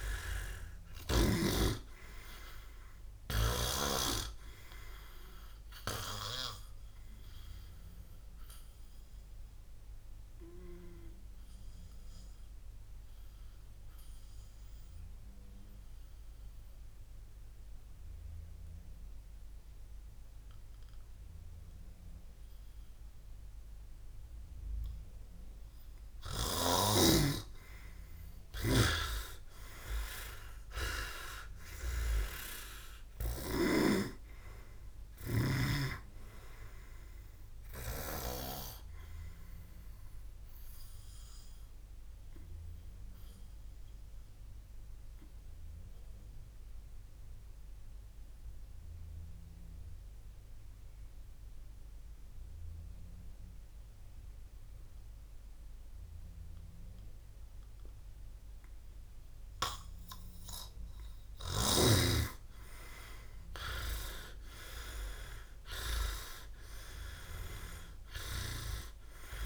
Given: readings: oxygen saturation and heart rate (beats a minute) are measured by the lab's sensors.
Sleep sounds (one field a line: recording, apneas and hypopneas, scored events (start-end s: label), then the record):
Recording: breathing in sleep by a room microphone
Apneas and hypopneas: 2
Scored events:
0.00-1.00 s: arousal
0.00-1.50 s: snoring (device-marked)
6.00-11.00 s: oxygen desaturation (device-marked, oxygen 98% before, 91% lowest, heart rate 73 before, 56 extreme)
7.00-25.50 s: obstructive apnea (oxygen 98% before, 90% lowest, heart rate 74 before, 56 extreme, up 35 after)
28.50-33.00 s: arousal
28.50-38.50 s: snoring (device-marked)
39.50-60.50 s: obstructive apnea (oxygen 99% before, 90% lowest, heart rate 71 before, 57 extreme, up 23 after)
62.50-66.50 s: arousal
From the record:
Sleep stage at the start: N2 (light sleep)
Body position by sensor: on the back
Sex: male